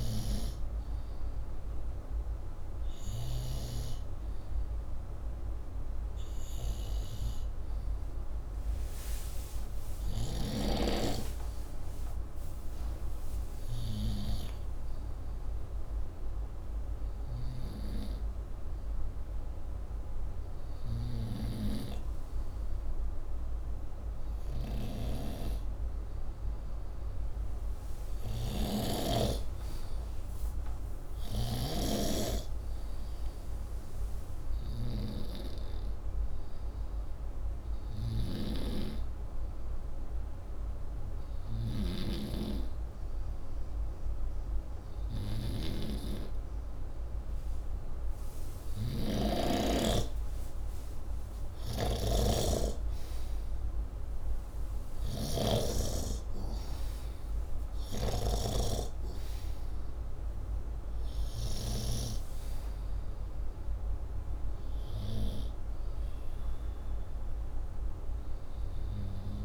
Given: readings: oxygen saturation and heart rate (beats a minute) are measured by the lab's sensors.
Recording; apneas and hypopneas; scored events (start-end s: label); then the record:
breathing in sleep by a room microphone; none
0.00-3.50 s: snoring (device-marked)
24.50-31.50 s: snoring (device-marked)
35.00-41.00 s: oxygen desaturation (device-marked, oxygen 96% before, 94% lowest, heart rate 126 before, 46 extreme)
41.50-55.50 s: snoring (device-marked)
From the record:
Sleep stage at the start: N2 (light sleep); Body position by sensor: upright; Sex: male